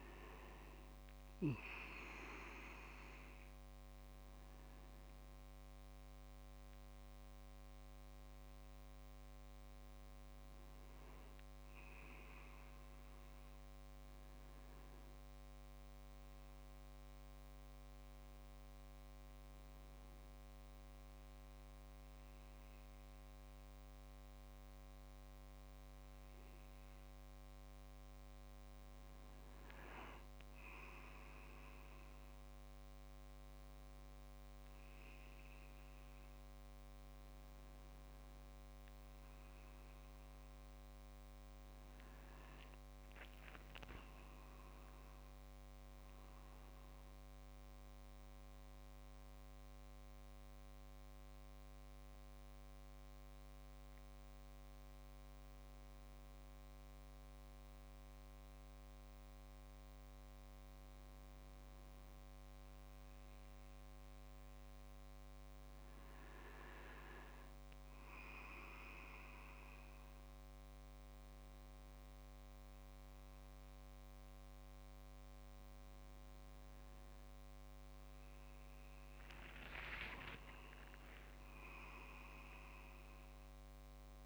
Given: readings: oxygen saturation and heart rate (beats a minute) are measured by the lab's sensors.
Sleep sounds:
breathing in sleep by a microphone on the trachea; 2
9.50-13.00 s: leg movement (device-marked)
14.00-27.50 s: hypopnea (oxygen 98% before, 95% lowest)
30.50-35.00 s: arousal
41.00-45.00 s: leg movement (device-marked)
48.50-62.00 s: obstructive apnea (oxygen 99% before, 97% lowest)
63.50-67.50 s: arousal
65.00-67.00 s: leg movement (device-marked)
79.00-81.00 s: leg movement (device-marked)
From the record:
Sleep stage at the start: N2 (light sleep); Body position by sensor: on the back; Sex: male

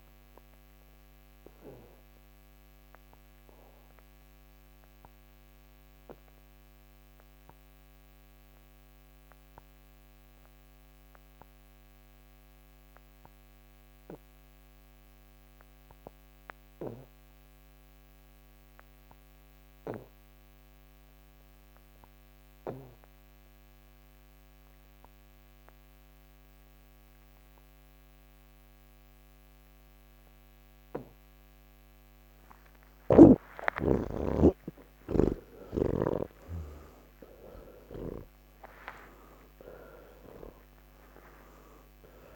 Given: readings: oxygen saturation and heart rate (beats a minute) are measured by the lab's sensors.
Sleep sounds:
breathing in sleep by a microphone on the trachea; 1
0.00-13.00 s: oxygen desaturation (device-marked, oxygen 88% lowest, heart rate 96 extreme)
2.50-33.00 s: obstructive apnea (oxygen 99% before, 86% lowest, heart rate 145 before, 88 extreme)
26.00-42.36 s: oxygen desaturation (device-marked, oxygen 98% before, 86% lowest, heart rate 159 before, 88 extreme)
From the record:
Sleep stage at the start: N1 (lightest sleep); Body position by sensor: on the back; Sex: male

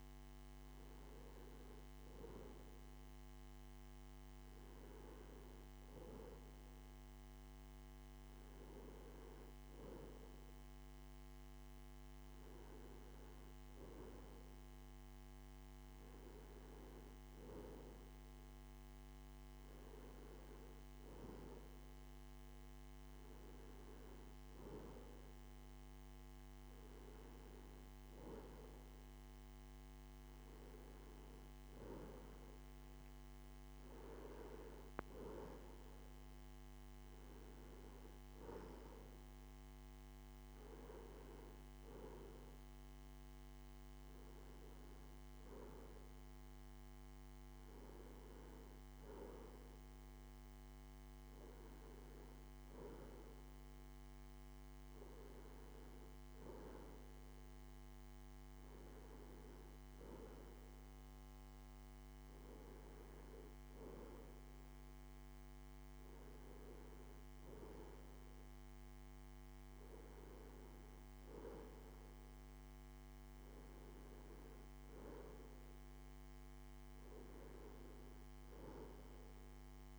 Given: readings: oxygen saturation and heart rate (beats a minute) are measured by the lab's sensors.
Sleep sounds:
breathing in sleep by a microphone on the trachea; none
48.00-79.99 s: new sleep stage, N1 (lightest sleep)
From the record:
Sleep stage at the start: N2 (light sleep); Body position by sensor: on the left side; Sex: male

